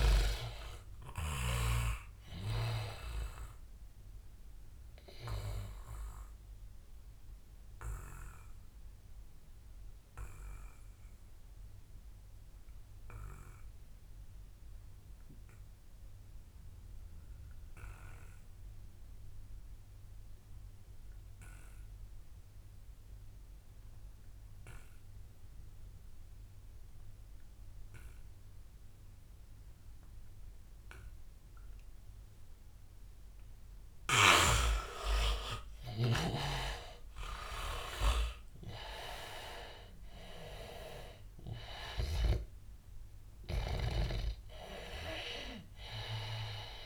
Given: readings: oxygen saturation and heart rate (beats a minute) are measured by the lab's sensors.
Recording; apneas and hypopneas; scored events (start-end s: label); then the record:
breathing in sleep by a room microphone; 1
0.00-2.00 s: snoring (device-marked)
0.00-15.00 s: oxygen desaturation (device-marked, oxygen 81% lowest, heart rate 83 extreme)
3.00-34.00 s: obstructive apnea (oxygen 99% before, 79% lowest, heart rate 89 before, 83 extreme, up 6 after)
25.00-46.86 s: oxygen desaturation (device-marked, oxygen 99% before, 79% lowest, heart rate 88 before, 86 extreme)
36.50-41.00 s: arousal
From the record:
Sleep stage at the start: N2 (light sleep); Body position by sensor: on the back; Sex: male